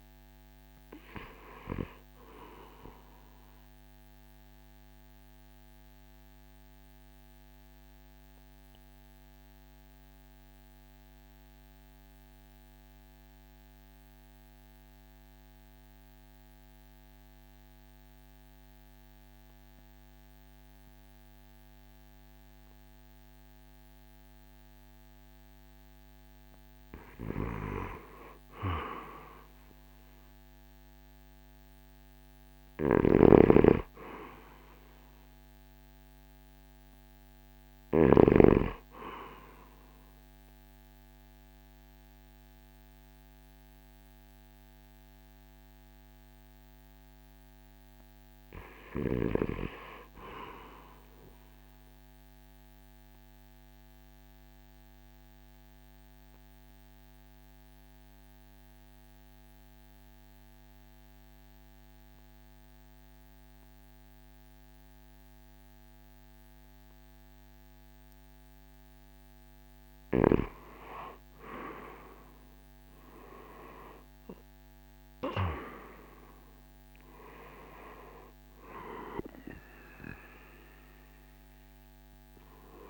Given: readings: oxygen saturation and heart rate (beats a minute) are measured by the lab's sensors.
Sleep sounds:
breathing in sleep by a microphone on the trachea; 2
0.00-2.00 s: oxygen desaturation (device-marked, oxygen 90% lowest, heart rate 54 extreme)
4.00-25.50 s: obstructive apnea (oxygen 95% before, 84% lowest, heart rate 63 before, 54 extreme, up 6 after)
9.00-16.00 s: oxygen desaturation (device-marked, oxygen 91% before, 88% lowest, heart rate 61 before, 54 extreme)
29.50-34.00 s: arousal
32.00-47.00 s: drop in pulse transit time (device-marked, heart rate 56 before, 55 extreme)
32.50-38.00 s: snoring (device-marked)
33.00-58.00 s: oxygen desaturation (device-marked, oxygen 97% before, 84% lowest, heart rate 56 before, 54 extreme)
51.00-68.50 s: obstructive apnea (oxygen 98% before, 84% lowest, heart rate 59 before, 54 extreme, up 15 after)
71.00-75.50 s: arousal
73.00-82.90 s: drop in pulse transit time (device-marked, heart rate 55 before, 62 extreme)
From the record:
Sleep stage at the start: REM sleep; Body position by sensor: on the right side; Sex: male

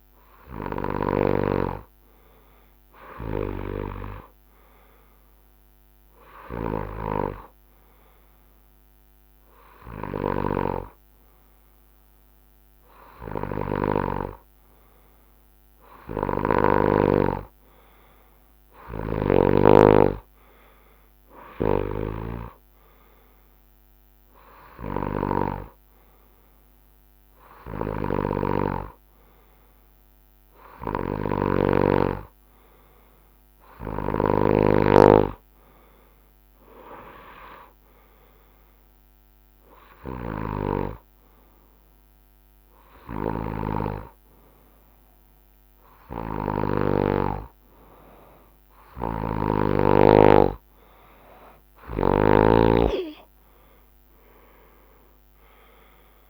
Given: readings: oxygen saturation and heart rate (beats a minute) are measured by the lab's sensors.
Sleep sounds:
breathing in sleep by a microphone on the trachea; none
0.00-1.00 s: snoring (device-marked)
10.00-14.00 s: snoring (device-marked)
11.00-13.00 s: long interval between heartbeats (device-marked, heart rate 72 before, 67 extreme)
16.00-19.50 s: snoring (device-marked)
20.50-28.50 s: drop in pulse transit time (device-marked, heart rate 69 before, 70 extreme)
27.50-52.50 s: snoring (device-marked)
From the record:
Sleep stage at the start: N2 (light sleep); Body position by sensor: on the front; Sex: male

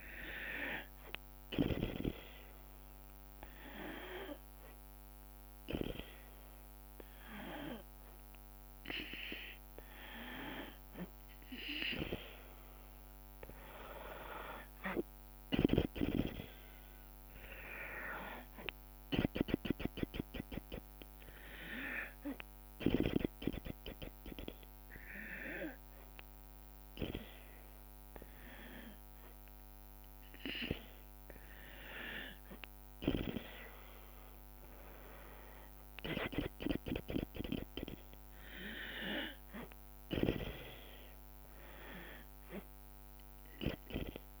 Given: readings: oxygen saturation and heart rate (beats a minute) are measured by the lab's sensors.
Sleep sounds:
breathing in sleep by a microphone on the trachea; 1
2.50-12.50 s: hypopnea (oxygen 97% before, 93% lowest, heart rate 90 before, 65 extreme, up 22 after)
15.00-18.00 s: arousal
33.50-36.50 s: tachycardia (device-marked, heart rate 76 before, 99 extreme)
34.50-44.40 s: drop in pulse transit time (device-marked, heart rate 75 before, 77 extreme)
From the record:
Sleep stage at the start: N2 (light sleep); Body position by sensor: on the back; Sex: female

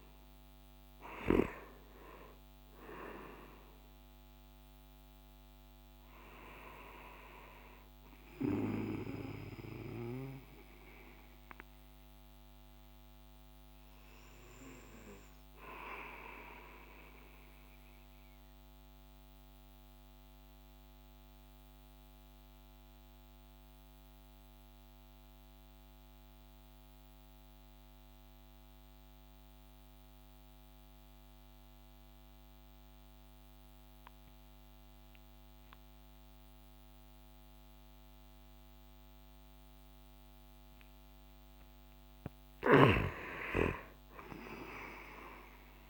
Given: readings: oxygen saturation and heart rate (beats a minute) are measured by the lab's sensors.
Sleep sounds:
breathing in sleep by a microphone on the trachea; 1
0.00-2.50 s: arousal
0.00-24.00 s: oxygen desaturation (device-marked, oxygen 96% before, 91% lowest)
14.50-41.00 s: mixed apnea (oxygen 96% before, 91% lowest)
40.00-45.90 s: oxygen desaturation (device-marked, oxygen 97% before, 91% lowest)
43.00-45.90 s: arousal
From the record:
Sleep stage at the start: N2 (light sleep); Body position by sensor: on the back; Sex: male

